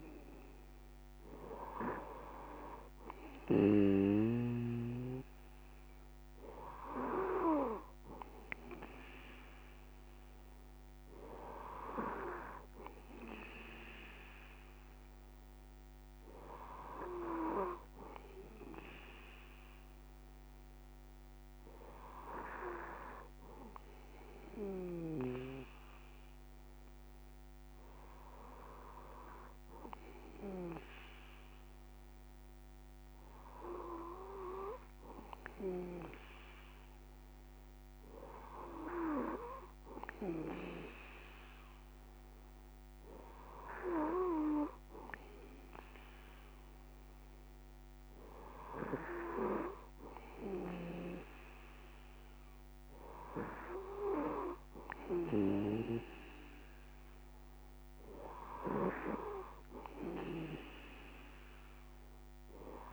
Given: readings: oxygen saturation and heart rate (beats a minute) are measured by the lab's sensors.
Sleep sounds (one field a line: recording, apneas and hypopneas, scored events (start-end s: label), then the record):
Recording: breathing in sleep by a microphone on the trachea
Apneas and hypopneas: none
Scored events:
none scored
From the record:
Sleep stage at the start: N1 (lightest sleep)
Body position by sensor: on the back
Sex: male